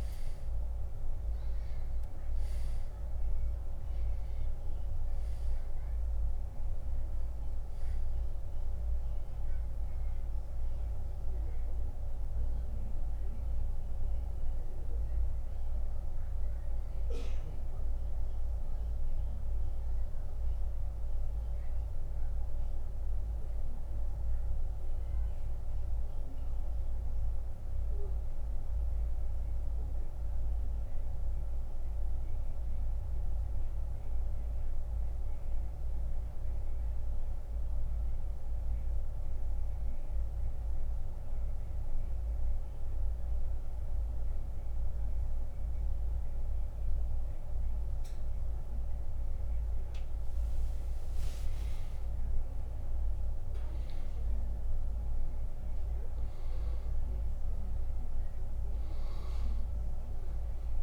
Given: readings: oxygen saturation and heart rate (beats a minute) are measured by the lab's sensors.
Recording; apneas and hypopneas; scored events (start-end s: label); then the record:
breathing in sleep, hard to hear, by a room microphone; 1
2.00-39.00 s: oxygen desaturation (device-marked, oxygen 96% before, 89% lowest, heart rate 82 before, 70 extreme)
16.50-47.50 s: central apnea (oxygen 97% before, 87% lowest, heart rate 83 before, 70 extreme, up 35 after)
51.00-55.50 s: arousal
From the record:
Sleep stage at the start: N2 (light sleep); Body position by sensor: on the back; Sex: male